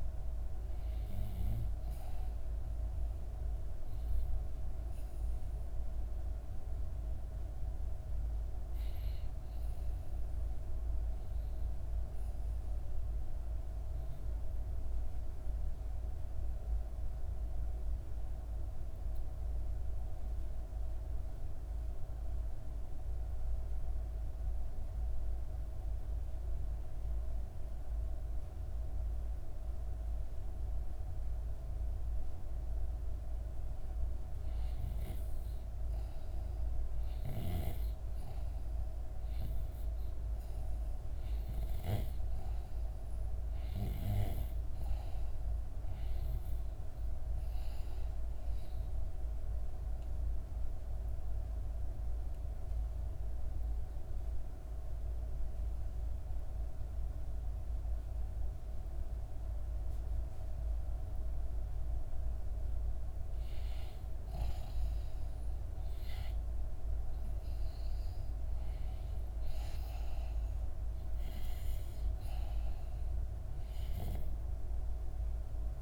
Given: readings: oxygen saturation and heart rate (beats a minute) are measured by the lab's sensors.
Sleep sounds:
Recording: breathing in sleep, hard to hear, by a room microphone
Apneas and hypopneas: 2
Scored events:
0.00-9.00 s: oxygen desaturation (device-marked, oxygen 88% lowest, heart rate 62 extreme)
14.00-33.00 s: obstructive apnea (oxygen 95% before, 85% lowest, heart rate 64 before, 64 extreme, up 3 after)
31.00-60.00 s: oxygen desaturation (device-marked, oxygen 95% before, 85% lowest, heart rate 64 before, 66 extreme)
35.50-39.00 s: arousal
48.50-62.00 s: obstructive apnea (oxygen 95% before, 85% lowest, heart rate 66 before, 68 extreme, up 1 after)
64.50-69.00 s: arousal
74.00-75.82 s: oxygen desaturation (device-marked, oxygen 92% before, 89% lowest, heart rate 69 before, 68 extreme)
From the record:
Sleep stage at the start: REM sleep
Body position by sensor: on the back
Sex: female

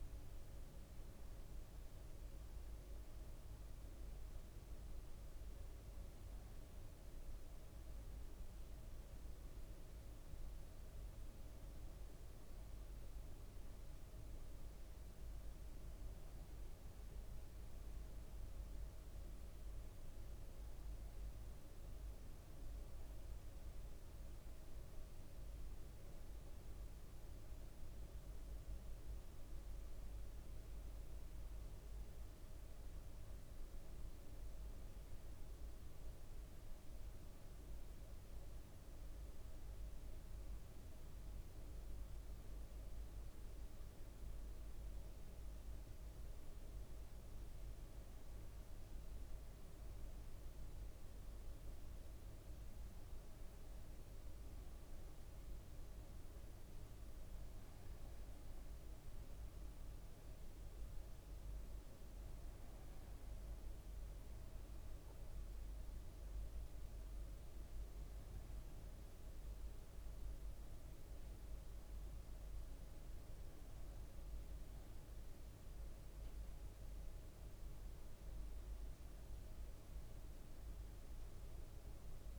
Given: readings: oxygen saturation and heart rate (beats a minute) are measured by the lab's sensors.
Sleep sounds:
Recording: breathing in sleep, hard to hear, by a room microphone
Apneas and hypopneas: none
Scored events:
62.00-82.39 s: new sleep stage, N2 (light sleep)
From the record:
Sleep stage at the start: N1 (lightest sleep)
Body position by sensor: on the right side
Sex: male

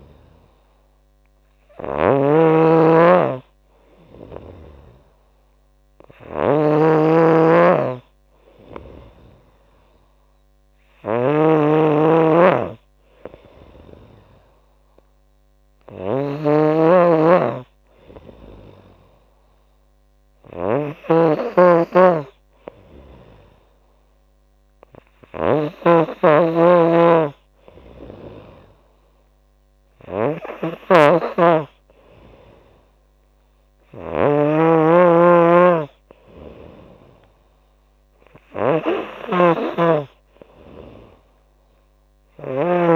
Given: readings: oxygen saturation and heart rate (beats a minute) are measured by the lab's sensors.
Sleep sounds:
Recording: breathing in sleep by a microphone on the trachea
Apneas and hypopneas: none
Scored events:
0.00-9.00 s: oxygen desaturation (device-marked, oxygen 90% lowest, heart rate 72 extreme)
0.00-42.95 s: snoring (device-marked)
From the record:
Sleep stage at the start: N2 (light sleep)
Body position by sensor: on the back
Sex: female

